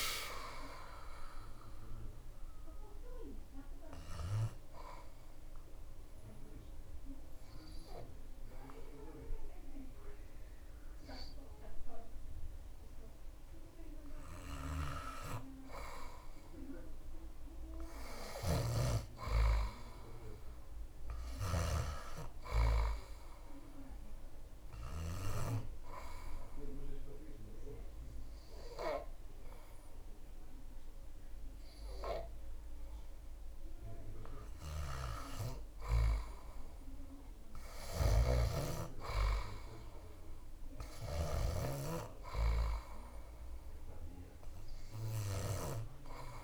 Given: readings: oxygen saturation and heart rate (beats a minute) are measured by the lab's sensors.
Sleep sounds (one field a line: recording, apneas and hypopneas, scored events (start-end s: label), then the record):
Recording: breathing in sleep by a room microphone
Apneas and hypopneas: 2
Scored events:
2.50-16.50 s: obstructive apnea (oxygen 98% before, 96% lowest)
18.50-22.00 s: arousal
25.00-36.00 s: obstructive apnea (oxygen 98% before, 96% lowest)
33.50-46.44 s: oxygen desaturation (device-marked, oxygen 99% before, 96% lowest)
37.50-41.50 s: snoring (device-marked)
38.00-41.00 s: arousal
From the record:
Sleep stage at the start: N2 (light sleep)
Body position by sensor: on the back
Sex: male